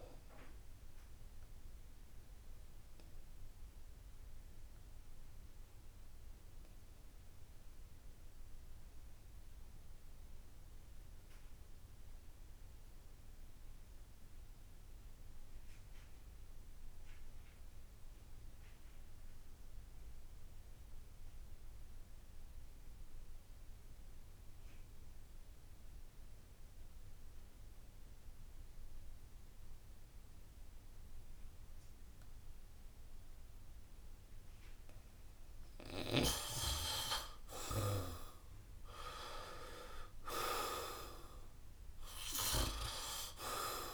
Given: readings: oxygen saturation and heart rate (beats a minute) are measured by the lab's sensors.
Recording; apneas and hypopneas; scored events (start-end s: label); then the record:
breathing in sleep by a room microphone; 1
0.00-16.00 s: oxygen desaturation (device-marked, oxygen 74% lowest, heart rate 66 extreme)
0.50-34.50 s: obstructive apnea (oxygen 96% before, 74% lowest, heart rate 73 before, 66 extreme, up 10 after)
14.00-16.00 s: long interval between heartbeats (device-marked, heart rate 72 before, 68 extreme)
23.00-43.94 s: oxygen desaturation (device-marked, oxygen 97% before, 76% lowest, heart rate 69 before, 66 extreme)
27.50-29.50 s: long interval between heartbeats (device-marked, heart rate 68 before, 67 extreme)
30.00-32.00 s: long interval between heartbeats (device-marked, heart rate 68 before, 70 extreme)
41.00-43.94 s: arousal
From the record:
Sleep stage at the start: N2 (light sleep); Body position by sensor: on the back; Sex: male